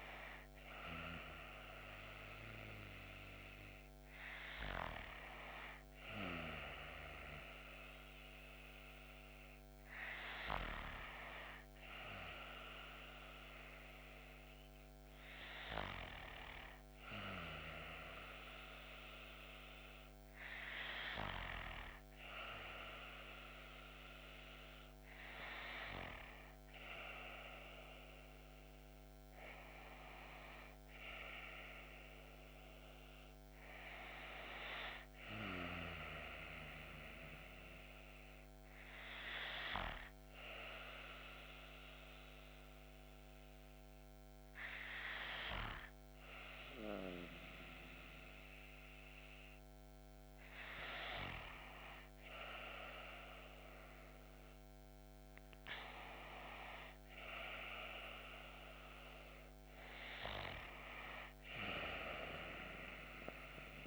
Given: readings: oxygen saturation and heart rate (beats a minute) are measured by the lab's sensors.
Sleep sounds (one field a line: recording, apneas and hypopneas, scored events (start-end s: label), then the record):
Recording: breathing in sleep by a microphone on the trachea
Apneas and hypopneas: 1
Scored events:
26.50-31.50 s: arousal
38.50-51.50 s: hypopnea (oxygen 96% before, 94% lowest)
54.50-59.00 s: arousal
From the record:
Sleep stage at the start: N2 (light sleep)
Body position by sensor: on the back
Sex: female